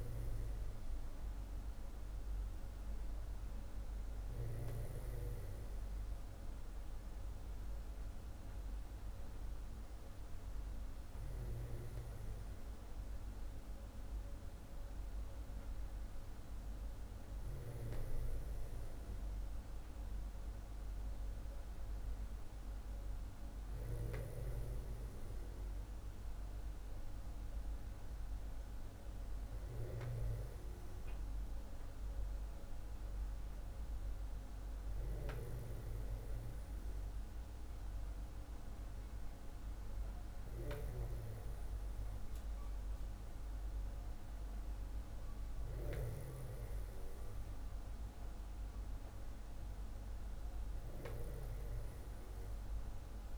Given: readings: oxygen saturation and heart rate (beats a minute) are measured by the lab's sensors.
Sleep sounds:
breathing in sleep, hard to hear, by a room microphone; none
none scored
From the record:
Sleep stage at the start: N2 (light sleep); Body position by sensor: on the back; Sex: male

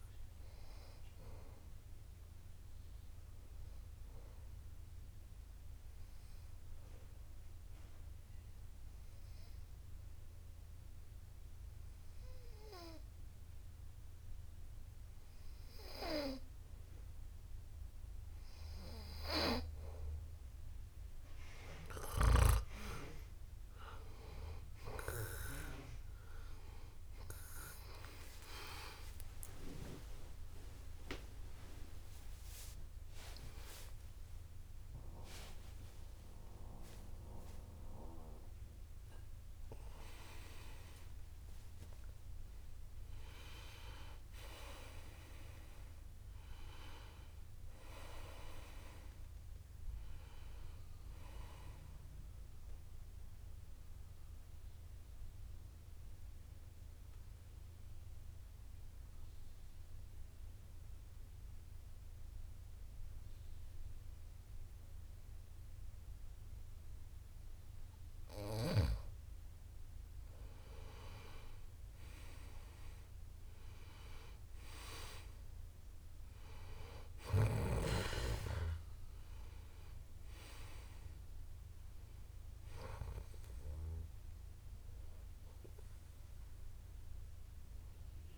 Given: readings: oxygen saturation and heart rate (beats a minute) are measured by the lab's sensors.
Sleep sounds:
breathing in sleep by a room microphone; 2
5.50-18.50 s: obstructive apnea (oxygen 96% before, 91% lowest)
27.50-46.50 s: oxygen desaturation (device-marked, oxygen 96% before, 91% lowest)
29.00-35.00 s: arousal
47.50-52.50 s: arousal
55.00-69.00 s: mixed apnea (oxygen 95% before, 93% lowest)
72.00-76.00 s: arousal
77.50-88.38 s: oxygen desaturation (device-marked, oxygen 97% before, 93% lowest)
From the record:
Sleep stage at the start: N2 (light sleep); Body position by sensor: on the back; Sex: male

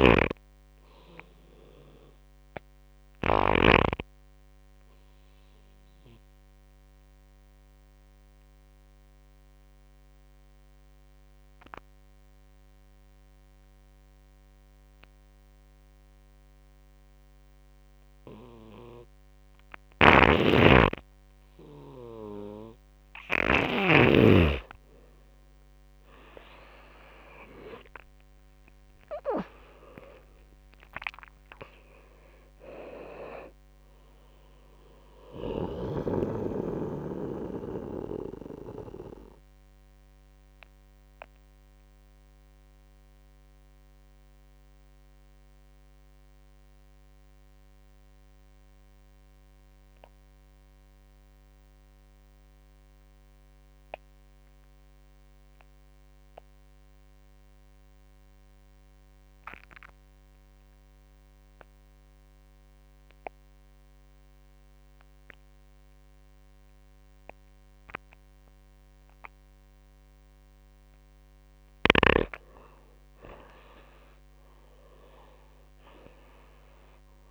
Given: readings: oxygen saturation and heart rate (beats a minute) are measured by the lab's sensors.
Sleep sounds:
breathing in sleep by a microphone on the trachea; 2
0.00-3.00 s: snoring (device-marked)
0.00-12.00 s: oxygen desaturation (device-marked, oxygen 90% lowest)
1.50-20.50 s: obstructive apnea (oxygen 99% before, 87% lowest)
18.00-43.00 s: oxygen desaturation (device-marked, oxygen 96% before, 87% lowest)
19.00-23.00 s: snoring (device-marked)
25.50-30.00 s: arousal
37.00-69.50 s: mixed apnea (oxygen 96% before, 87% lowest)
64.00-77.31 s: oxygen desaturation (device-marked, oxygen 99% before, 90% lowest)
72.50-76.50 s: arousal
From the record:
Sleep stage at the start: N2 (light sleep); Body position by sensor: on the right side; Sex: male

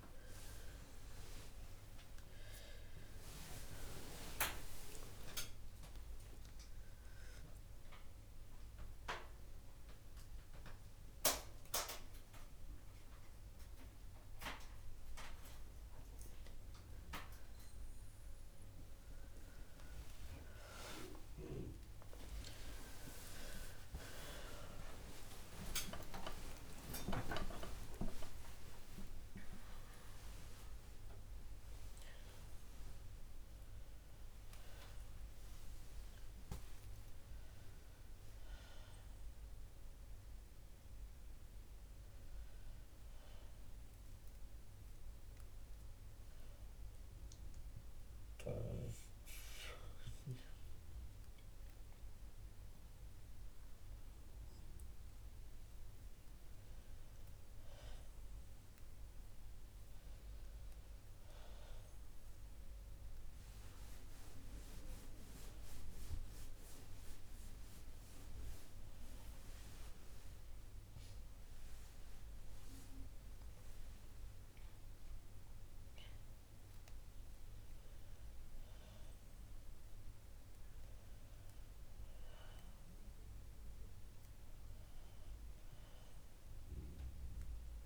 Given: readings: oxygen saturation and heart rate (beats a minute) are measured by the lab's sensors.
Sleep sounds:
a person awake in a sleep study, by a room microphone; none
52.00-82.00 s: new sleep stage, N1 (lightest sleep)
61.00-77.00 s: oxygen desaturation (device-marked, oxygen 97% before, 90% lowest, heart rate 63 before, 61 extreme)
82.00-87.86 s: new sleep stage, N2 (light sleep)
From the record:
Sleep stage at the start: awake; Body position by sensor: on the back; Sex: female

